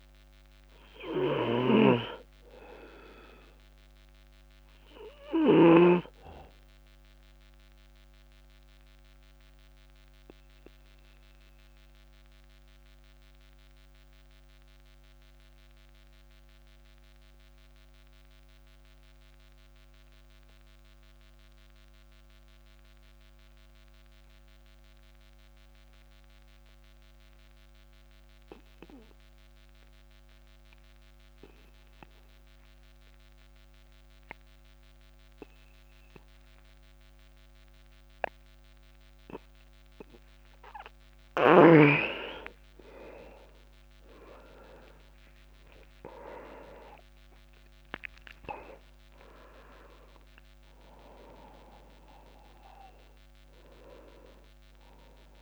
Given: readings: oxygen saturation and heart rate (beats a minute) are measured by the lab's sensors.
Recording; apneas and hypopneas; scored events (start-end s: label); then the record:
breathing in sleep by a microphone on the trachea; 1
1.00-5.50 s: snoring (device-marked)
6.00-40.00 s: obstructive apnea (oxygen 100% before, 87% lowest, heart rate 47 before, 27 extreme, up 54 after)
6.50-24.50 s: oxygen desaturation (device-marked, oxygen 99% before, 94% lowest, heart rate 46 before, 27 extreme)
39.50-55.42 s: oxygen desaturation (device-marked, oxygen 98% before, 87% lowest)
42.00-46.00 s: arousal
From the record:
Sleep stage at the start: N2 (light sleep); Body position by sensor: on the back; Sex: male